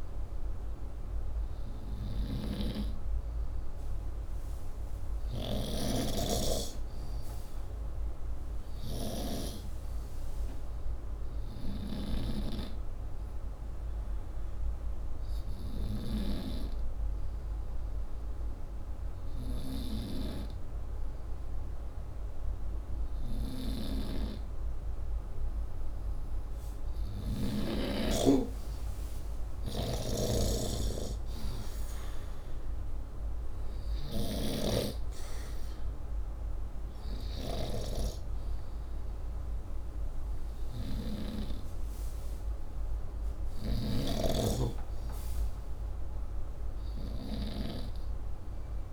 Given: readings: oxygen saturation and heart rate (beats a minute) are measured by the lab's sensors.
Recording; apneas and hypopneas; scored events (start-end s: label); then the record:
breathing in sleep by a room microphone; 1
2.00-5.50 s: snoring (device-marked)
4.50-8.50 s: arousal
12.00-24.50 s: hypopnea (oxygen 96% before, 91% lowest, heart rate 66 before, 59 extreme, up 11 after)
25.50-29.50 s: arousal
29.50-34.50 s: snoring (device-marked)
From the record:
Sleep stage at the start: N2 (light sleep); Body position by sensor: upright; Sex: male